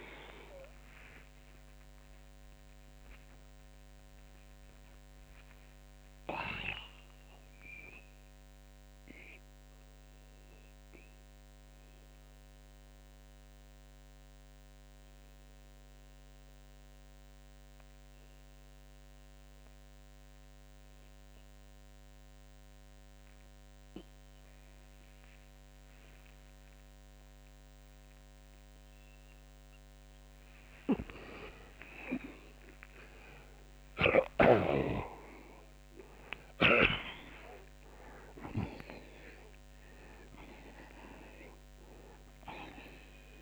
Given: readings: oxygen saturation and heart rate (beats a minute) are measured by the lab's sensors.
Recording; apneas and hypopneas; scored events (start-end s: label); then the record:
breathing in sleep by a microphone on the trachea; 1
4.00-31.00 s: mixed apnea (oxygen 94% before, 80% lowest)
8.00-24.00 s: oxygen desaturation (device-marked, oxygen 91% before, 82% lowest)
32.50-35.50 s: arousal
37.00-43.42 s: oxygen desaturation (device-marked, oxygen 94% before, 89% lowest)
From the record:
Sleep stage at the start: N2 (light sleep); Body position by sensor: on the back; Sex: male